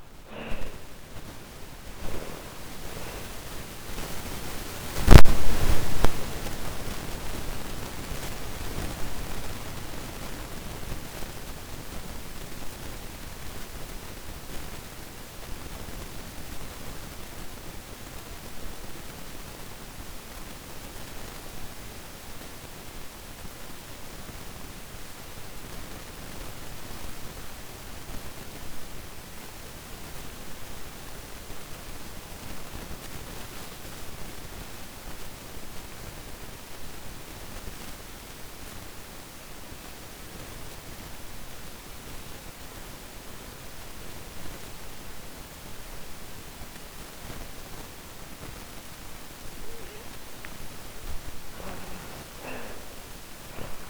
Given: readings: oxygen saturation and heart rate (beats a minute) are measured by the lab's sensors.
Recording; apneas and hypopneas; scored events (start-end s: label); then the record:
breathing in sleep by a microphone on the trachea; 1
0.00-25.00 s: oxygen desaturation (device-marked, oxygen 51% lowest, heart rate 38 extreme)
3.50-47.50 s: obstructive apnea (oxygen 84% before, 51% lowest, heart rate 63 before, 38 extreme, up 46 after)
42.00-53.90 s: oxygen desaturation (device-marked, oxygen 92% before, 59% lowest, heart rate 47 before, 44 extreme)
49.50-53.90 s: arousal
52.50-53.90 s: snoring (device-marked)
From the record:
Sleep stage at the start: REM sleep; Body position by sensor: on the back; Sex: female